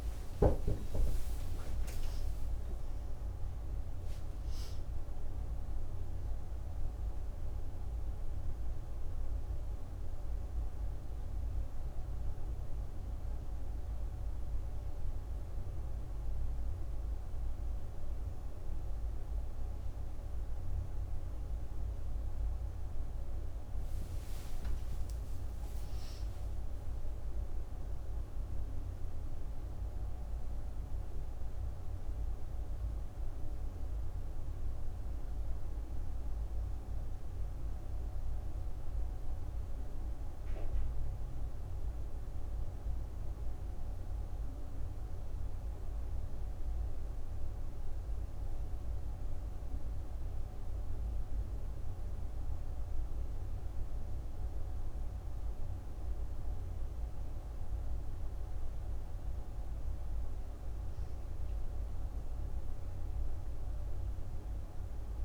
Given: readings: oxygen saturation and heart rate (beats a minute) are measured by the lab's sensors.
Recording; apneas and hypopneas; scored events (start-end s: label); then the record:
a person awake in a sleep study, hard to hear, by a room microphone; none
none scored
From the record:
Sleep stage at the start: awake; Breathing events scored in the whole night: 366 in 5.5 hours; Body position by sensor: on the right side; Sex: female